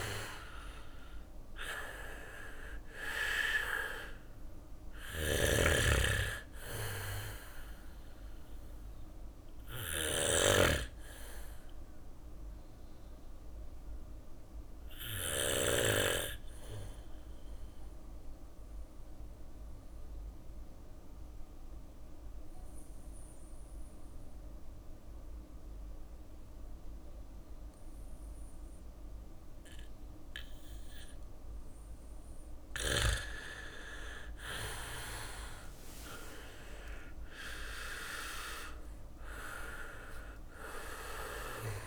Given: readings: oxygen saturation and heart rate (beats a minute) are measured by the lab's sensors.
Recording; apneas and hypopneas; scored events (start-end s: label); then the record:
breathing in sleep by a room microphone; 1
0.00-1.50 s: arousal
0.00-9.50 s: drop in pulse transit time (device-marked, heart rate 60 extreme)
3.50-21.50 s: oxygen desaturation (device-marked, oxygen 98% before, 93% lowest, heart rate 59 before, 59 extreme)
4.00-15.00 s: snoring (device-marked)
8.50-11.50 s: bradycardia (device-marked, heart rate 60 before, 60 extreme)
16.00-31.50 s: obstructive apnea (oxygen 98% before, 93% lowest, heart rate 61 before, 58 extreme, up 5 after)
33.50-37.00 s: arousal
33.50-41.87 s: drop in pulse transit time (device-marked, heart rate 60 before, 60 extreme)
37.50-41.87 s: oxygen desaturation (device-marked, oxygen 98% before, 93% lowest, heart rate 61 before, 57 extreme)
From the record:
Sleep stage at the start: N2 (light sleep); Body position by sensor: on the back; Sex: male